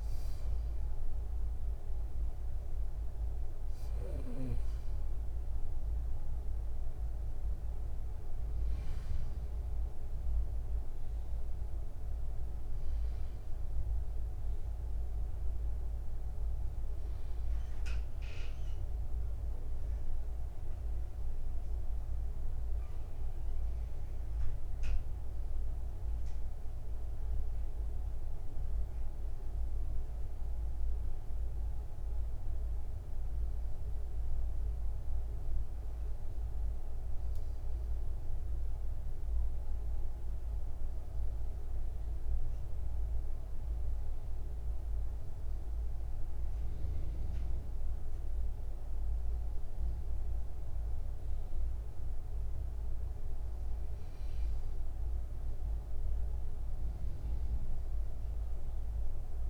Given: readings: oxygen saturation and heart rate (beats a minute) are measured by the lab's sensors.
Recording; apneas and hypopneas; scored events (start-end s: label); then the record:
breathing in sleep, hard to hear, by a room microphone; none
55.00-59.50 s: new sleep stage, N1 (lightest sleep)
From the record:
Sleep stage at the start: N2 (light sleep); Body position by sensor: on the back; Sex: male